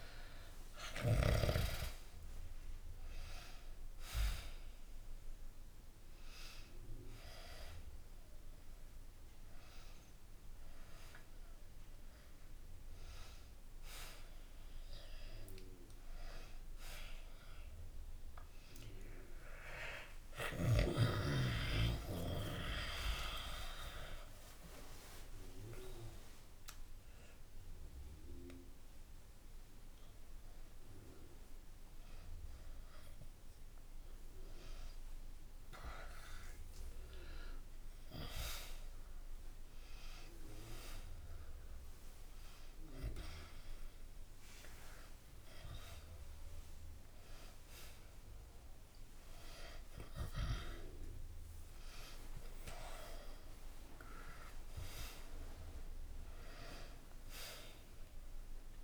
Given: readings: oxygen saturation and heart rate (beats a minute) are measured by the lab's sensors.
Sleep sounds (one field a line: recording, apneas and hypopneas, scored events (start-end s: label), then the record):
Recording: a person awake in a sleep study, by a room microphone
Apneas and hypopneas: none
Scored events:
none scored
From the record:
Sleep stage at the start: awake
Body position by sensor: on the back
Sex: male